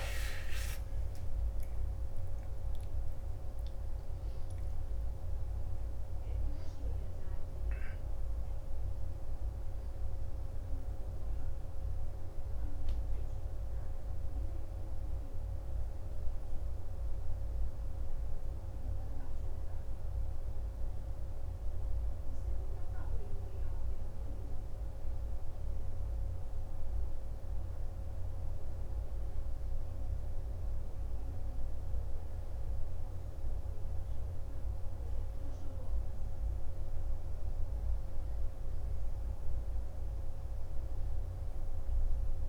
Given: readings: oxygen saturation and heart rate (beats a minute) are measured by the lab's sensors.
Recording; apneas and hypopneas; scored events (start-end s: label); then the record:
breathing in sleep, hard to hear, by a room microphone; 1
15.00-27.00 s: obstructive apnea (oxygen 92% before, 91% lowest, heart rate 67 before, 44 extreme, up 5 after)
16.00-42.49 s: new sleep stage, N1 (lightest sleep)
29.50-33.00 s: arousal
From the record:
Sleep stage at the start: N2 (light sleep); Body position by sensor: on the back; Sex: male